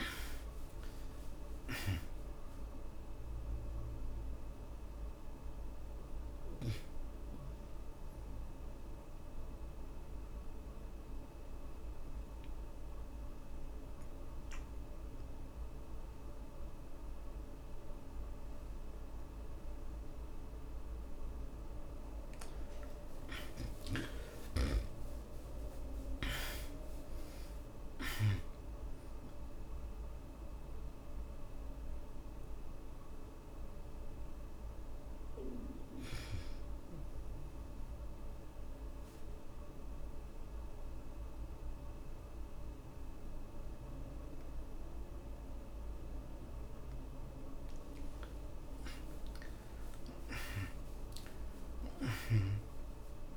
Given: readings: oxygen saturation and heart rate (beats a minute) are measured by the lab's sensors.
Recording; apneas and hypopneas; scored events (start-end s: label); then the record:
breathing in sleep by a room microphone; 2
0.00-19.00 s: oxygen desaturation (device-marked, oxygen 69% lowest, heart rate 55 extreme)
5.50-21.50 s: obstructive apnea (oxygen 95% before, 69% lowest, heart rate 67 before, 55 extreme, up 18 after)
23.50-28.00 s: arousal
30.00-47.50 s: obstructive apnea (oxygen 93% before, 69% lowest, heart rate 64 before, 51 extreme, up 10 after)
35.00-48.00 s: oxygen desaturation (device-marked, oxygen 92% before, 69% lowest, heart rate 66 before, 51 extreme)
49.00-53.37 s: arousal
From the record:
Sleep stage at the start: N2 (light sleep); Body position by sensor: on the back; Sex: male